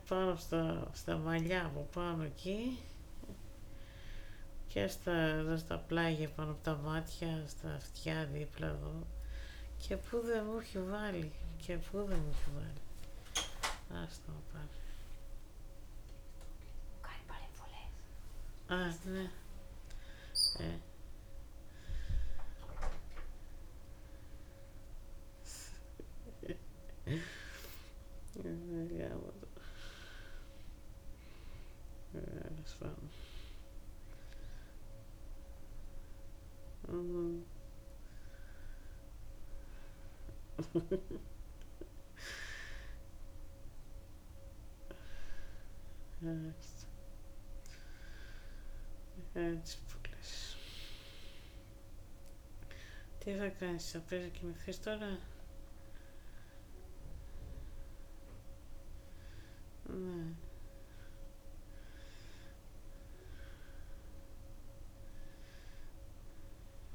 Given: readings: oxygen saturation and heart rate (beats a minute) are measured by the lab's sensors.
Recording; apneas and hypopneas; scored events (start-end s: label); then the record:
breathing in sleep by a room microphone; none
1.50-5.00 s: snoring (device-marked)
7.00-11.00 s: snoring (device-marked)
15.50-19.50 s: arousal
36.50-53.50 s: snoring (device-marked)
57.00-66.95 s: new sleep stage, awake
From the record:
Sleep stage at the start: N2 (light sleep); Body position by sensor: on the back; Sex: female